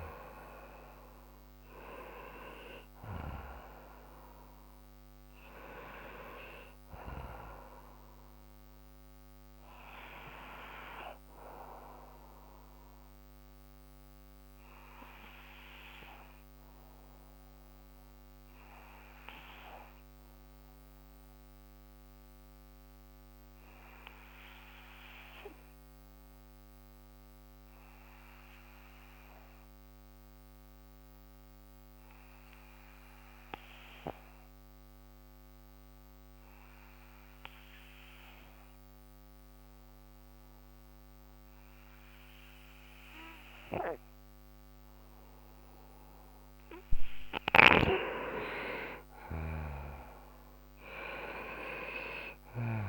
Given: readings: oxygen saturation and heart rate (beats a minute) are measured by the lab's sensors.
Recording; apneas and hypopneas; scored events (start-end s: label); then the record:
breathing in sleep by a microphone on the trachea; 1
0.00-27.50 s: oxygen desaturation (device-marked, oxygen 90% lowest, heart rate 58 extreme)
13.50-43.00 s: obstructive apnea (oxygen 95% before, 89% lowest, heart rate 68 before, 58 extreme, up 8 after)
42.50-52.89 s: oxygen desaturation (device-marked, oxygen 97% before, 89% lowest, heart rate 61 before, 57 extreme)
44.50-47.00 s: arousal
47.00-52.50 s: snoring (device-marked)
From the record:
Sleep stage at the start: N2 (light sleep); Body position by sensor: on the right side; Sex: male